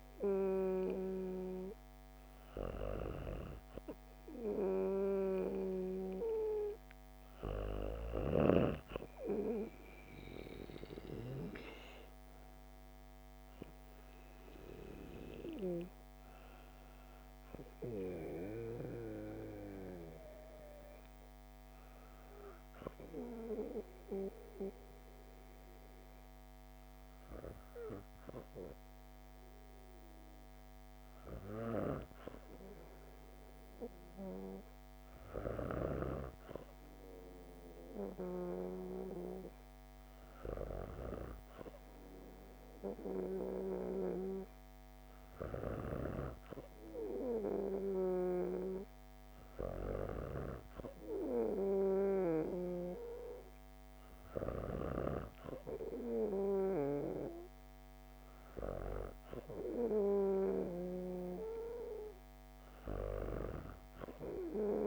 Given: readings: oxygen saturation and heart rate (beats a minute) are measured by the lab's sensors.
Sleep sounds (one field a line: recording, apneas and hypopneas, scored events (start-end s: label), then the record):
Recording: breathing in sleep by a microphone on the trachea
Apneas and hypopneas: none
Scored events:
none scored
From the record:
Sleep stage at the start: N2 (light sleep)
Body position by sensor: on the back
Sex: female